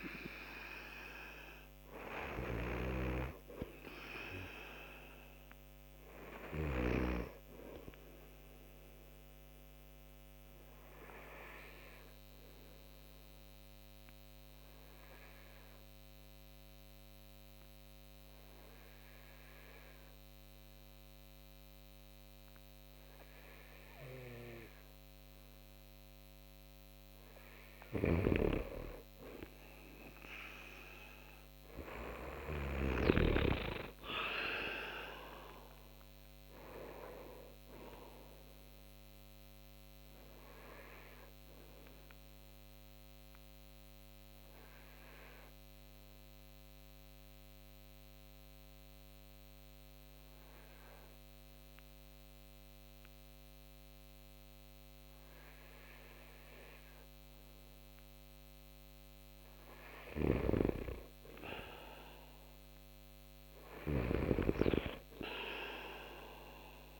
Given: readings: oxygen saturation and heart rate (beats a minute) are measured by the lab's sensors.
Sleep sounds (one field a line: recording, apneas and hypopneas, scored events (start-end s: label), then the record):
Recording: breathing in sleep by a microphone on the trachea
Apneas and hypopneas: 2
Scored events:
0.00-6.50 s: snoring (device-marked)
1.00-21.00 s: oxygen desaturation (device-marked, oxygen 95% before, 90% lowest)
9.50-25.50 s: obstructive apnea (oxygen 95% before, 90% lowest)
27.00-30.50 s: arousal
27.50-32.50 s: snoring (device-marked)
31.00-59.00 s: oxygen desaturation (device-marked, oxygen 96% before, 90% lowest)
39.00-59.00 s: obstructive apnea (oxygen 96% before, 90% lowest)
59.50-66.99 s: snoring (device-marked)
61.50-65.50 s: arousal
From the record:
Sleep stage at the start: N2 (light sleep)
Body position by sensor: on the right side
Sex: male